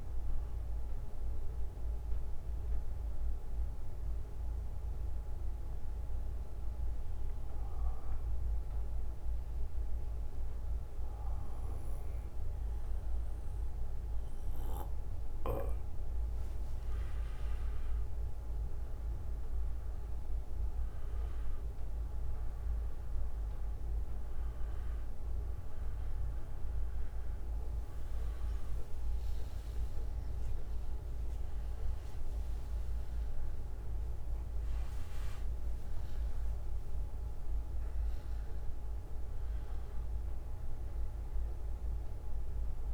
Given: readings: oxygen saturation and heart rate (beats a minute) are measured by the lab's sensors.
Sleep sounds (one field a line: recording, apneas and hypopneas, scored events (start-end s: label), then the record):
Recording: breathing in sleep, hard to hear, by a room microphone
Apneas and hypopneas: 1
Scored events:
0.00-16.50 s: bradycardia (device-marked, heart rate 53 extreme)
0.50-16.50 s: obstructive apnea (oxygen 97% before, 92% lowest, heart rate 65 before, 53 extreme, up 16 after)
20.50-22.50 s: bradycardia (device-marked, heart rate 60 before, 64 extreme)
20.50-42.94 s: oxygen desaturation (device-marked, oxygen 96% before, 92% lowest, heart rate 57 before, 49 extreme)
23.50-26.50 s: bradycardia (device-marked, heart rate 60 before, 56 extreme)
30.50-36.50 s: arousal
From the record:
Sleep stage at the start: N2 (light sleep)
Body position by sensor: on the back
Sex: male